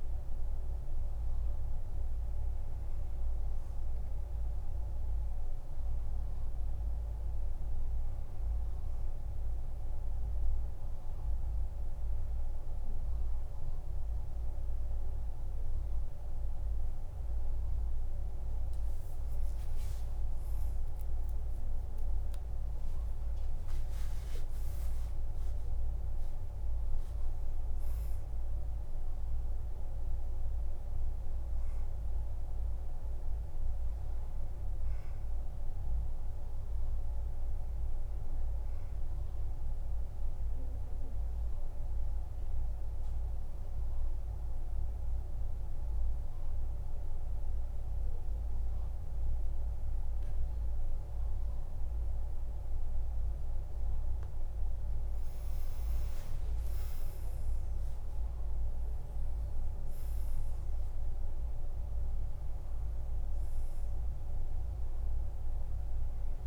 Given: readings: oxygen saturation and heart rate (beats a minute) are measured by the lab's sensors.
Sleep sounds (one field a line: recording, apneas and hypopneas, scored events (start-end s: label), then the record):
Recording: breathing in sleep, hard to hear, by a room microphone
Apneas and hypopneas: 2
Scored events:
3.00-7.00 s: arousal
9.00-20.00 s: central apnea (oxygen 100% before, 92% lowest, heart rate 54 before, 53 extreme, up 14 after)
23.00-26.50 s: arousal
23.50-44.50 s: oxygen desaturation (device-marked, oxygen 99% before, 96% lowest, heart rate 56 before, 51 extreme)
40.00-54.50 s: mixed apnea (oxygen 100% before, 89% lowest, heart rate 60 before, 50 extreme, up 19 after)
56.50-66.47 s: oxygen desaturation (device-marked, oxygen 98% before, 92% lowest, heart rate 54 before, 50 extreme)
62.00-65.50 s: arousal
From the record:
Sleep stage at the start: N2 (light sleep)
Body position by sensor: on the back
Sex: male